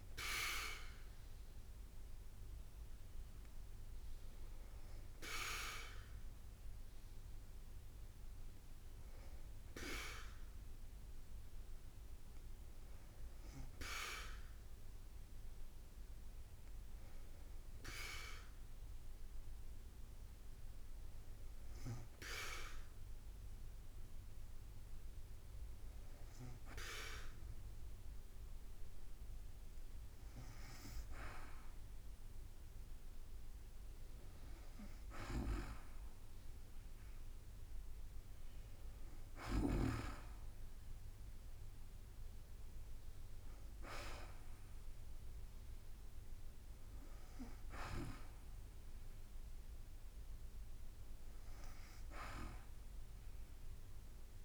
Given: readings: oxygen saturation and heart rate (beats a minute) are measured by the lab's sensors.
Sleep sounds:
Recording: breathing in sleep by a room microphone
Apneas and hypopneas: 1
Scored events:
0.00-2.50 s: drop in pulse transit time (device-marked, heart rate 53 extreme)
18.50-29.50 s: hypopnea (oxygen 99% before, 95% lowest, heart rate 54 before, 54 extreme, up 0 after)
33.50-37.50 s: arousal
From the record:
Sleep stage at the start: N2 (light sleep)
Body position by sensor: on the back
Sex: female

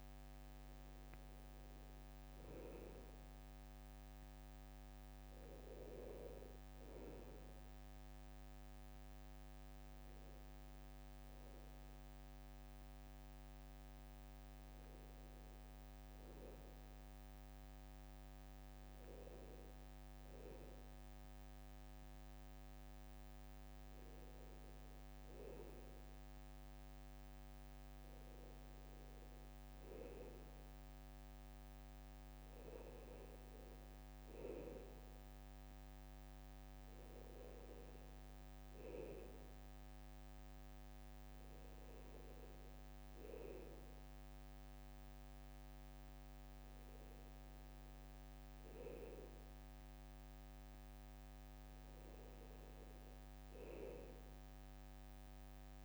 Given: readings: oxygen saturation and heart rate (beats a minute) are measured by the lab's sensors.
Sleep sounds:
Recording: breathing in sleep by a microphone on the trachea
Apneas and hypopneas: none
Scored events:
none scored
From the record:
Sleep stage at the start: N2 (light sleep)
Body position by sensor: on the right side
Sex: male

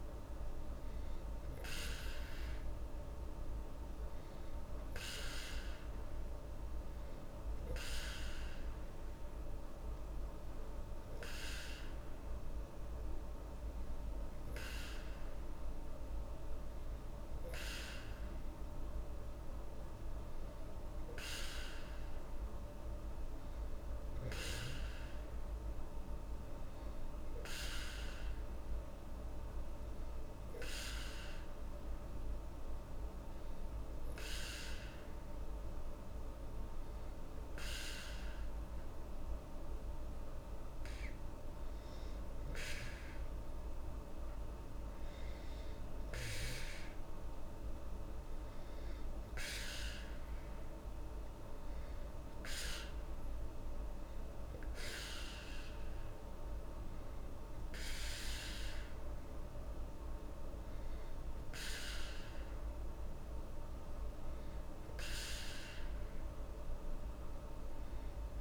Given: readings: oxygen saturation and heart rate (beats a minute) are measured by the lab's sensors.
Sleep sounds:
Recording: breathing in sleep by a room microphone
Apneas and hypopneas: none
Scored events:
none scored
From the record:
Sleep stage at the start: N2 (light sleep)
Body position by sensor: on the back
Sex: female

